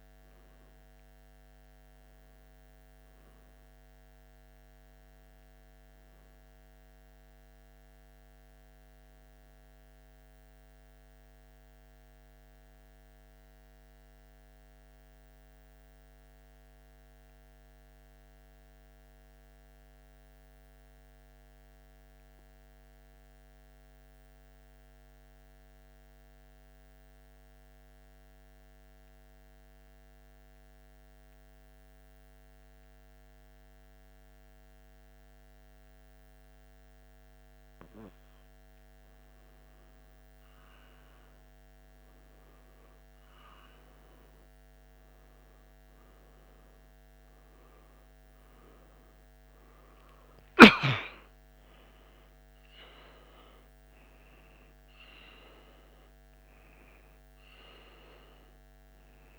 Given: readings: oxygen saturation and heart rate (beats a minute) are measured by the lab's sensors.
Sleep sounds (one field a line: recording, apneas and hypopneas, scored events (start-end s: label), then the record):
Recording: breathing in sleep by a microphone on the trachea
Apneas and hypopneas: 1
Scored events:
7.50-12.00 s: arousal
11.00-27.00 s: oxygen desaturation (device-marked, oxygen 95% before, 89% lowest, heart rate 82 before, 80 extreme)
14.00-37.50 s: central apnea (oxygen 96% before, 88% lowest, heart rate 82 before, 80 extreme, up 0 after)
26.00-56.00 s: new sleep stage, N2 (light sleep)
40.50-45.50 s: arousal
56.00-59.38 s: new sleep stage, N1 (lightest sleep)
From the record:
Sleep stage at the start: N1 (lightest sleep)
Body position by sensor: on the back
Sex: male